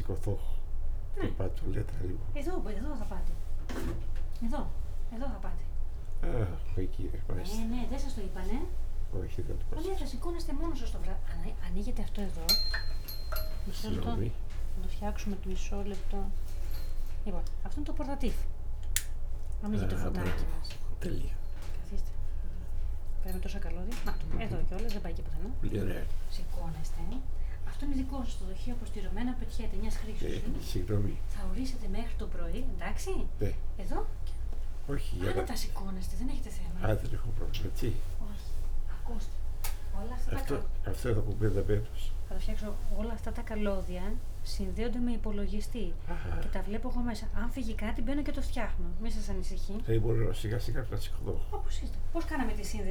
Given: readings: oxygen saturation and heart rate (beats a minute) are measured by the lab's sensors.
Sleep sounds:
a person awake in a sleep study, by a room microphone; none
0.00-35.50 s: snoring (device-marked)
5.50-13.50 s: tachycardia (device-marked, heart rate 83 before, 162 extreme)
11.00-13.00 s: long interval between heartbeats (device-marked, heart rate 85 before, 138 extreme)
13.00-15.00 s: long interval between heartbeats (device-marked, heart rate 91 before, 155 extreme)
37.50-52.91 s: snoring (device-marked)
38.50-48.50 s: drop in pulse transit time (device-marked, heart rate 79 before, 84 extreme)
From the record:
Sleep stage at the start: awake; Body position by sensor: on the back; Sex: male

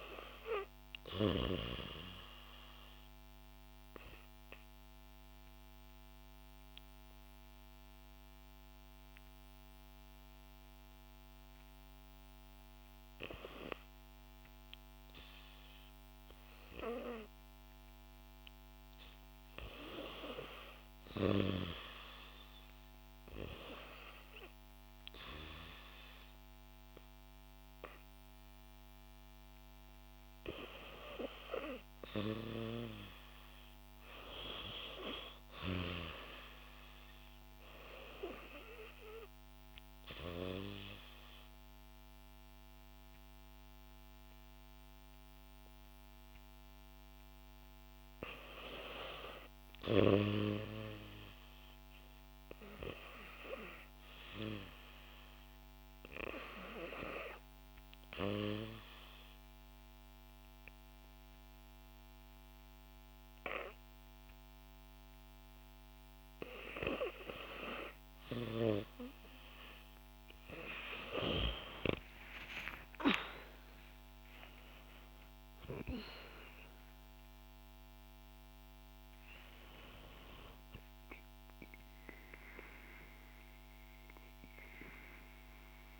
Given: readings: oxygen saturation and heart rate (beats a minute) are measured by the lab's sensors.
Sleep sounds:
breathing in sleep by a microphone on the trachea; 3
0.00-7.50 s: oxygen desaturation (device-marked, oxygen 90% lowest, heart rate 63 extreme)
2.50-13.50 s: obstructive apnea (oxygen 97% before, 89% lowest, heart rate 63 before, 63 extreme, up 3 after)
16.00-19.50 s: arousal
21.50-35.50 s: oxygen desaturation (device-marked, oxygen 94% before, 89% lowest, heart rate 64 before, 69 extreme)
37.50-48.50 s: obstructive apnea (oxygen 94% before, 88% lowest, heart rate 68 before, 73 extreme, up 2 after)
50.50-53.00 s: arousal
58.00-68.00 s: obstructive apnea (oxygen 92% before, 88% lowest, heart rate 73 before, 71 extreme, up 16 after)
69.50-73.50 s: arousal
73.50-86.00 s: oxygen desaturation (device-marked, oxygen 92% before, 88% lowest, heart rate 75 before, 59 extreme)
From the record:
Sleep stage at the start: REM sleep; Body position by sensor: on the back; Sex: female

